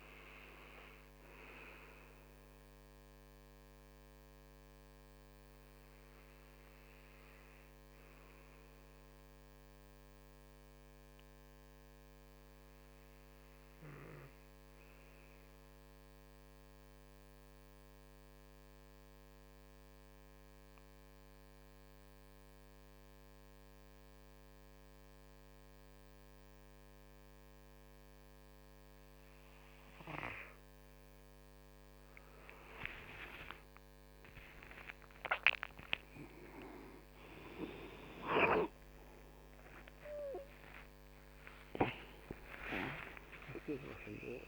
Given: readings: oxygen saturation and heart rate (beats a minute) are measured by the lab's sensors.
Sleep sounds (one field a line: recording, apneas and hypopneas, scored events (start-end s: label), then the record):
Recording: breathing in sleep by a microphone on the trachea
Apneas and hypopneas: 1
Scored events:
8.50-31.50 s: obstructive apnea (oxygen 95% before, 90% lowest)
32.50-37.50 s: arousal
32.50-44.48 s: oxygen desaturation (device-marked, oxygen 97% before, 90% lowest)
From the record:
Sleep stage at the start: N2 (light sleep)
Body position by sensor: on the right side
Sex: male